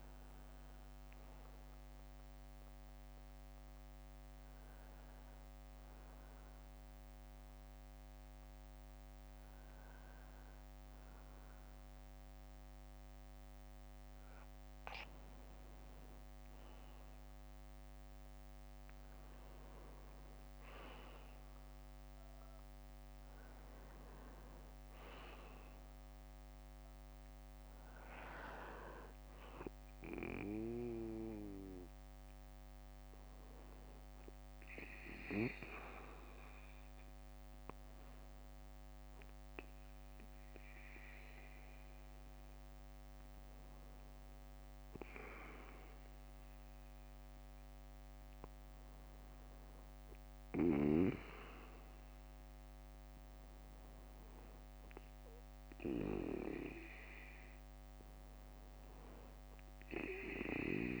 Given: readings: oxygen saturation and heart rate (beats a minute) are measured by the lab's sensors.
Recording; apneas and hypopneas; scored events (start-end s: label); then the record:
breathing in sleep by a microphone on the trachea; 1
4.00-12.00 s: bradycardia (device-marked, heart rate 68 before, 58 extreme)
5.00-15.50 s: hypopnea (oxygen 96% before, 94% lowest, heart rate 62 before, 59 extreme, up 12 after)
19.50-24.00 s: arousal
35.00-47.00 s: bradycardia (device-marked, heart rate 68 before, 58 extreme)
48.00-51.00 s: bradycardia (device-marked, heart rate 68 before, 59 extreme)
54.00-56.00 s: bradycardia (device-marked, heart rate 68 before, 60 extreme)
58.00-60.00 s: bradycardia (device-marked, heart rate 68 before, 59 extreme)
From the record:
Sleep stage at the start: N2 (light sleep); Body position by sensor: on the back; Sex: male